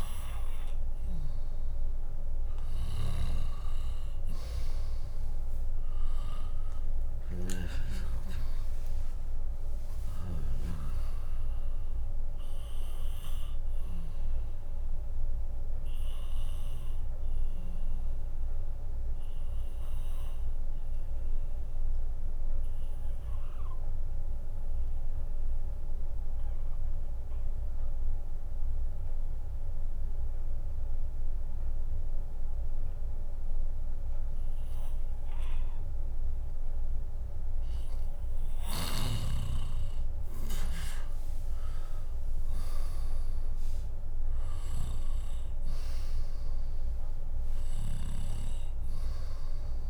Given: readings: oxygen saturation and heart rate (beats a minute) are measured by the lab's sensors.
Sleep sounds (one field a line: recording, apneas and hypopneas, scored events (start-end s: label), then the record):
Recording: breathing in sleep by a room microphone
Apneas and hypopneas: 1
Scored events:
0.00-2.50 s: bradycardia (device-marked, heart rate 57 extreme)
2.50-31.50 s: oxygen desaturation (device-marked, oxygen 100% before, 96% lowest, heart rate 64 before, 57 extreme)
7.50-21.50 s: drop in pulse transit time (device-marked, heart rate 60 before, 69 extreme)
26.00-38.00 s: mixed apnea (oxygen 100% before, 96% lowest, heart rate 80 before, 57 extreme, up 4 after)
31.50-41.50 s: bradycardia (device-marked, heart rate 69 before, 57 extreme)
40.50-44.50 s: arousal
46.50-49.90 s: drop in pulse transit time (device-marked, heart rate 63 before, 61 extreme)
From the record:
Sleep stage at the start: N2 (light sleep)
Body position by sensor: on the left side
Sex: female